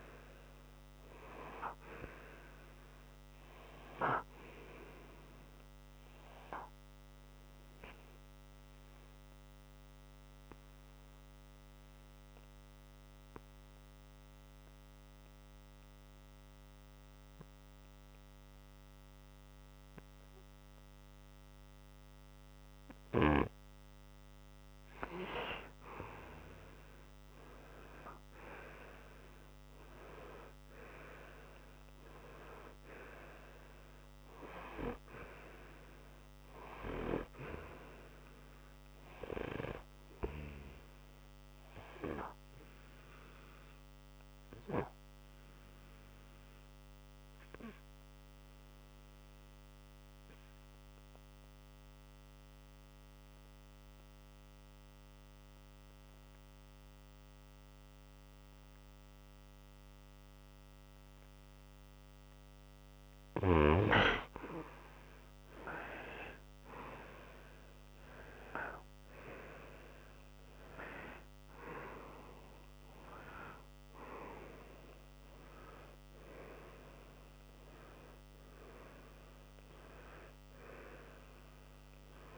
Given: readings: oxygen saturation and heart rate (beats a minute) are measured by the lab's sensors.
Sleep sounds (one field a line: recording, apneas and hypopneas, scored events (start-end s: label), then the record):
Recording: breathing in sleep by a microphone on the trachea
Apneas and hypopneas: 2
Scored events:
0.00-27.00 s: oxygen desaturation (device-marked, oxygen 97% before, 91% lowest, heart rate 62 before, 56 extreme)
4.50-24.00 s: obstructive apnea (oxygen 97% before, 91% lowest, heart rate 64 before, 56 extreme, up 5 after)
26.50-31.00 s: arousal
42.00-63.00 s: obstructive apnea (oxygen 97% before, 91% lowest, heart rate 61 before, 60 extreme, up 7 after)
45.00-60.00 s: oxygen desaturation (device-marked, oxygen 96% before, 92% lowest, heart rate 62 before, 60 extreme)
66.00-70.50 s: arousal
From the record:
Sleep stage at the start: N2 (light sleep)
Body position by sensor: on the right side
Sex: male